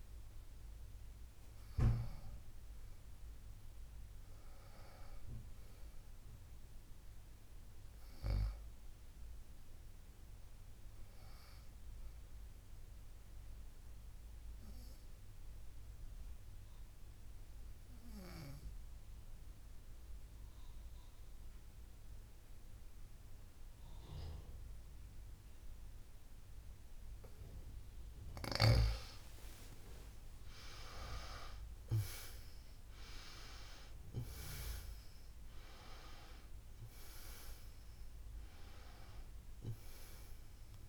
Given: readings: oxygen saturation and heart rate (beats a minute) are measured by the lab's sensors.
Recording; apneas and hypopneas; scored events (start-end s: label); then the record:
breathing in sleep by a room microphone; 1
14.50-28.00 s: obstructive apnea (oxygen 98% before, 90% lowest, heart rate 54 before, 53 extreme, up 46 after)
31.00-36.00 s: arousal
33.50-40.89 s: oxygen desaturation (device-marked, oxygen 97% before, 90% lowest, heart rate 58 before, 52 extreme)
From the record:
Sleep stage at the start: N2 (light sleep); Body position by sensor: on the back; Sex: female